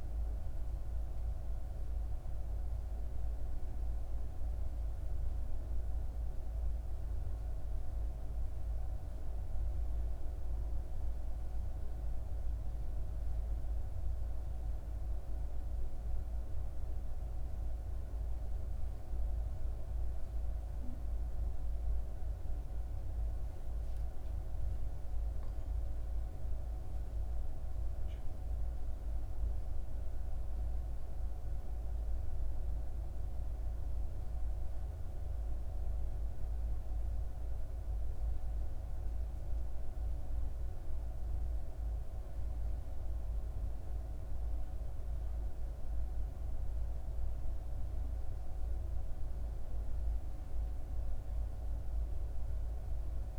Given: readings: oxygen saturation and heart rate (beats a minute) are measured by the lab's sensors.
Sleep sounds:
a person awake in a sleep study, hard to hear, by a room microphone; none
none scored
From the record:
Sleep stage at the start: awake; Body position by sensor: on the back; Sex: female

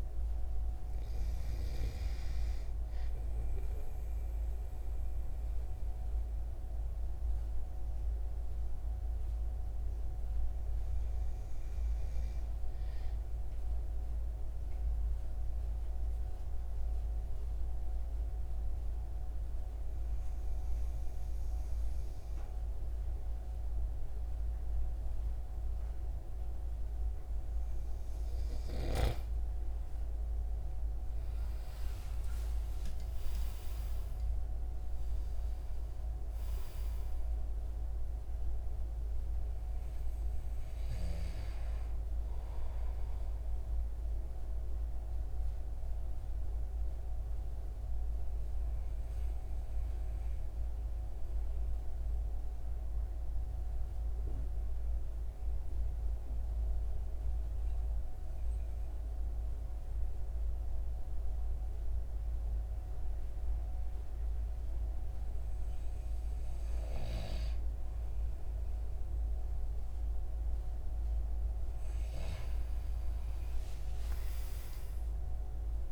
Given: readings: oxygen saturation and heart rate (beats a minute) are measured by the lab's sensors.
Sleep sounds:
breathing in sleep, hard to hear, by a room microphone; 2
0.00-13.50 s: oxygen desaturation (device-marked, oxygen 91% lowest, heart rate 72 extreme)
5.50-26.50 s: hypopnea (oxygen 97% before, 92% lowest, heart rate 78 before, 69 extreme, up 17 after)
30.50-35.00 s: arousal
30.50-45.50 s: oxygen desaturation (device-marked, oxygen 97% before, 92% lowest, heart rate 77 before, 69 extreme)
43.50-66.00 s: hypopnea (oxygen 97% before, 92% lowest, heart rate 80 before, 41 extreme, up 6 after)
71.50-75.91 s: oxygen desaturation (device-marked, oxygen 97% before, 92% lowest, heart rate 77 before, 41 extreme)
72.50-75.91 s: arousal
From the record:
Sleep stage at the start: N2 (light sleep); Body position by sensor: on the right side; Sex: male

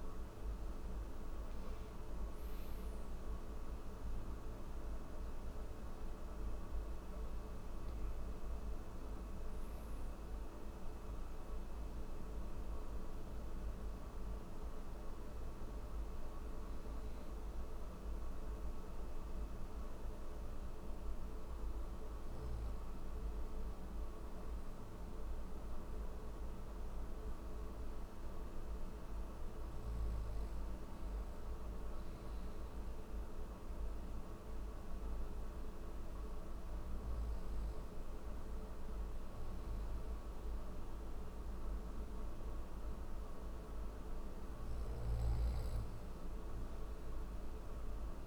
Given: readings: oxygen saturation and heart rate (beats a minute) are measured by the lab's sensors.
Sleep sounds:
breathing in sleep, hard to hear, by a room microphone; none
none scored
From the record:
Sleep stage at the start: N1 (lightest sleep); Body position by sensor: on the back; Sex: male

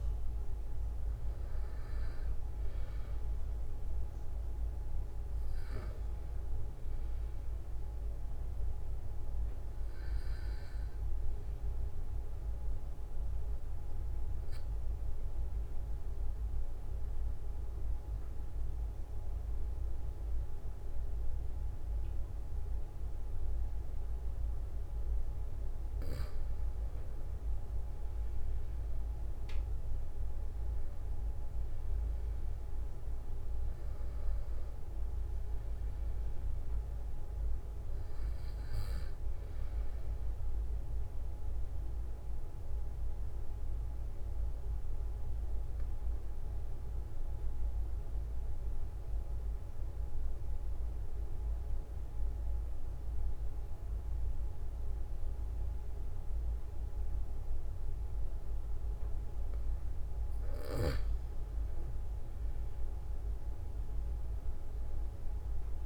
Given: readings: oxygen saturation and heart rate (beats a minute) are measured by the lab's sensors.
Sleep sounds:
breathing in sleep, hard to hear, by a room microphone; 2
0.00-17.50 s: oxygen desaturation (device-marked, oxygen 90% lowest, heart rate 44 extreme)
11.00-26.00 s: obstructive apnea (oxygen 95% before, 90% lowest, heart rate 46 before, 44 extreme, up 3 after)
29.00-33.50 s: arousal
41.50-59.50 s: mixed apnea (oxygen 96% before, 92% lowest, heart rate 46 before, 44 extreme, up 3 after)
62.50-65.86 s: arousal
From the record:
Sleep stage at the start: N2 (light sleep); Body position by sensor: on the back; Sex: male

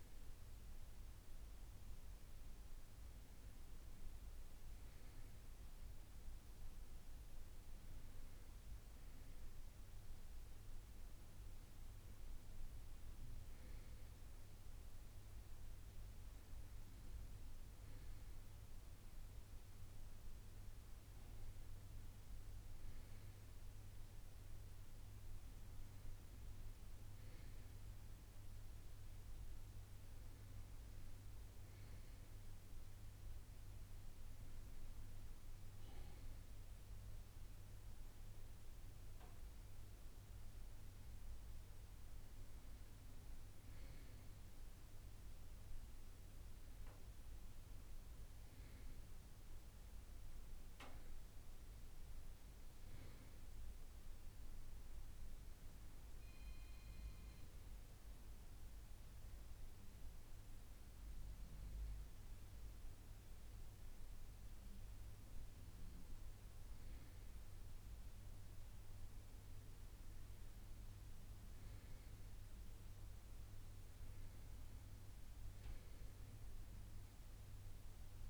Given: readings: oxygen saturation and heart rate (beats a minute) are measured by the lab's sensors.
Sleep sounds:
a person awake in a sleep study, hard to hear, by a room microphone; none
none scored
From the record:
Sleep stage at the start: awake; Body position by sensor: on the right side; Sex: male

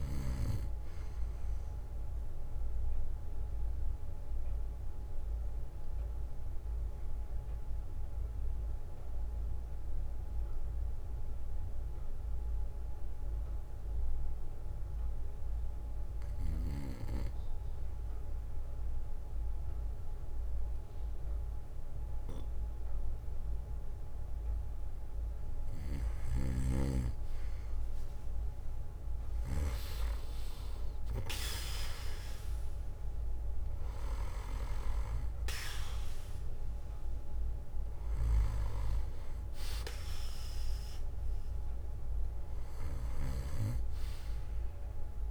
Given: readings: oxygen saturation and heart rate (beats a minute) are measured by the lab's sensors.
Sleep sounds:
breathing in sleep by a room microphone; 1
1.50-3.50 s: bradycardia (device-marked, heart rate 64 before, 58 extreme)
4.50-7.50 s: bradycardia (device-marked, heart rate 64 before, 58 extreme)
4.50-23.00 s: obstructive apnea (oxygen 95% before, 92% lowest, heart rate 63 before, 52 extreme, up 8 after)
8.50-26.50 s: bradycardia (device-marked, heart rate 64 before, 52 extreme)
25.50-31.50 s: arousal
43.50-45.31 s: bradycardia (device-marked, heart rate 63 before, 60 extreme)
From the record:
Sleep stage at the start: REM sleep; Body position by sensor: on the back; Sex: male

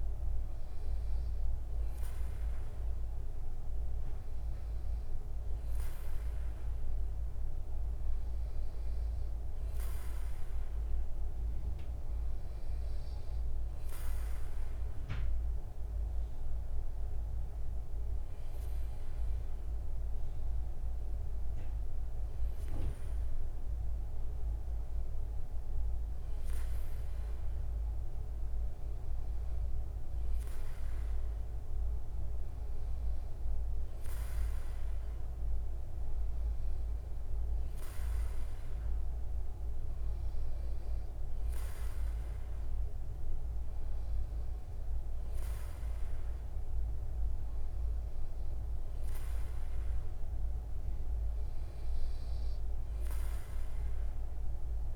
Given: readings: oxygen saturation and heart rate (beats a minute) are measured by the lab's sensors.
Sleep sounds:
breathing in sleep, hard to hear, by a room microphone; none
none scored
From the record:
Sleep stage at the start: N2 (light sleep); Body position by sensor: on the back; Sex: male

